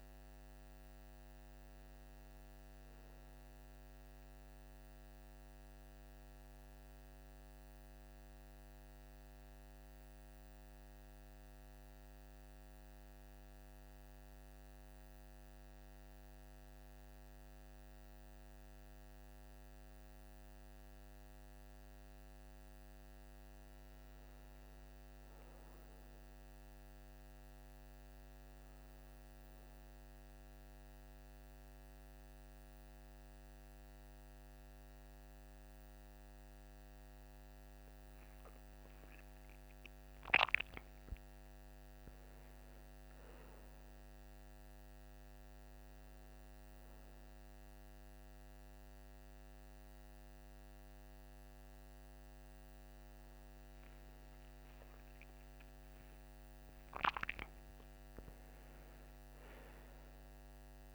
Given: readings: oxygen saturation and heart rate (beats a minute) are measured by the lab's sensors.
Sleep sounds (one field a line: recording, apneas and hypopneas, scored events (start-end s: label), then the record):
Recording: breathing in sleep, hard to hear, by a microphone on the trachea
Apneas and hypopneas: 1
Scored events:
7.50-23.50 s: obstructive apnea (oxygen 98% before, 95% lowest, heart rate 59 before, 50 extreme, up 3 after)
25.00-29.50 s: arousal
26.00-38.00 s: oxygen desaturation (device-marked, oxygen 98% before, 95% lowest, heart rate 51 before, 52 extreme)
48.00-60.95 s: new sleep stage, N1 (lightest sleep)
54.00-59.00 s: arousal
From the record:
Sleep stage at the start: N2 (light sleep)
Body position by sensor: on the right side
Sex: male